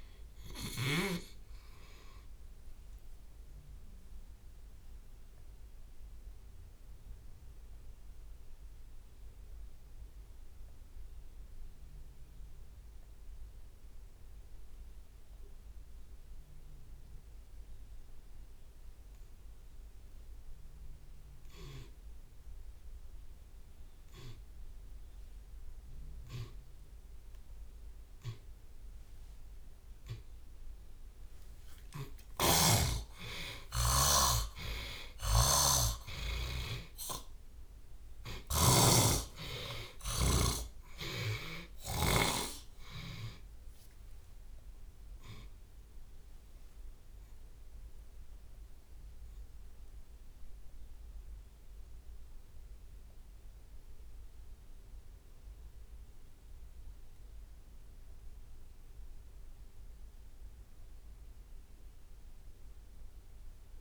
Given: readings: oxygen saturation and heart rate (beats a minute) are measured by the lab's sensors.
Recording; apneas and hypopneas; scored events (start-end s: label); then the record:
breathing in sleep by a room microphone; 1
0.00-1.00 s: snoring (device-marked)
4.50-31.50 s: mixed apnea
32.00-41.50 s: snoring (device-marked)
49.50-63.81 s: new sleep stage, awake
From the record:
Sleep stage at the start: N2 (light sleep); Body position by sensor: on the left side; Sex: male